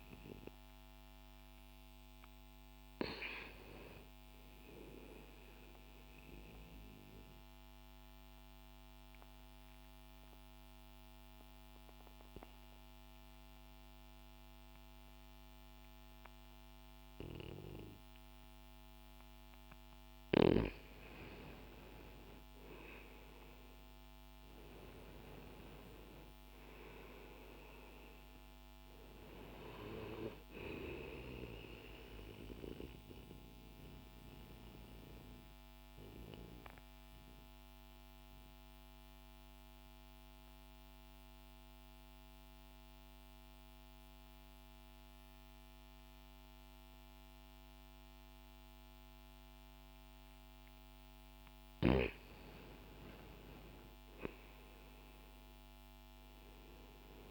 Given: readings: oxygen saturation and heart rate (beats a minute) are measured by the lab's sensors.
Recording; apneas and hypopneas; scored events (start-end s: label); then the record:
breathing in sleep by a microphone on the trachea; 2
2.50-20.50 s: oxygen desaturation (device-marked, oxygen 95% before, 88% lowest, heart rate 102 before, 60 extreme)
5.50-18.50 s: obstructive apnea (oxygen 95% before, 84% lowest, heart rate 102 before, 60 extreme, up 0 after)
20.50-26.00 s: arousal
29.50-49.50 s: oxygen desaturation (device-marked, oxygen 93% before, 84% lowest, heart rate 60 before, 60 extreme)
32.00-51.00 s: central apnea (oxygen 93% before, 84% lowest, heart rate 60 before, 60 extreme, up 0 after)
53.00-57.00 s: arousal
From the record:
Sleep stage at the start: N2 (light sleep); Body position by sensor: on the back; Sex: male